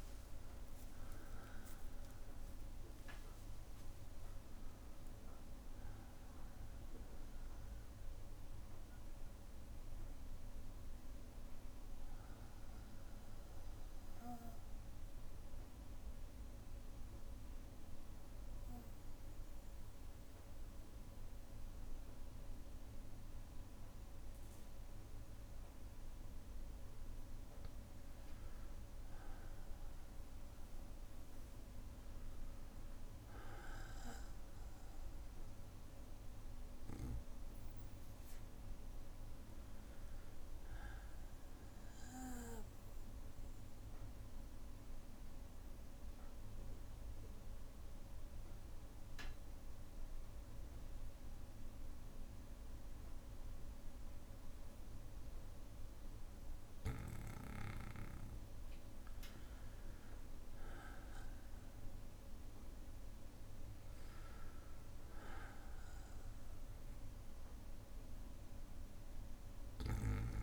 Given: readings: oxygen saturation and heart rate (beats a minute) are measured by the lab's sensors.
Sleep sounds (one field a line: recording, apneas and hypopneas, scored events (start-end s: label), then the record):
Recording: breathing in sleep by a room microphone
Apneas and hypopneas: 2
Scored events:
0.00-2.00 s: arousal
4.00-6.00 s: long interval between heartbeats (device-marked, heart rate 63 before, 80 extreme)
14.00-27.50 s: obstructive apnea (oxygen 98% before, 95% lowest, heart rate 68 before, 58 extreme, up 3 after)
18.00-24.00 s: bradycardia (device-marked, heart rate 65 before, 59 extreme)
29.50-33.00 s: arousal
33.00-70.43 s: new sleep stage, N2 (light sleep)
42.00-53.00 s: bradycardia (device-marked, heart rate 64 before, 58 extreme)
44.00-57.00 s: obstructive apnea (oxygen 98% before, 92% lowest, heart rate 61 before, 58 extreme, up 3 after)
59.00-62.00 s: arousal
68.00-70.43 s: bradycardia (device-marked, heart rate 64 before, 58 extreme)
From the record:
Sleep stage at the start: N1 (lightest sleep)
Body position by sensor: on the back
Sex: male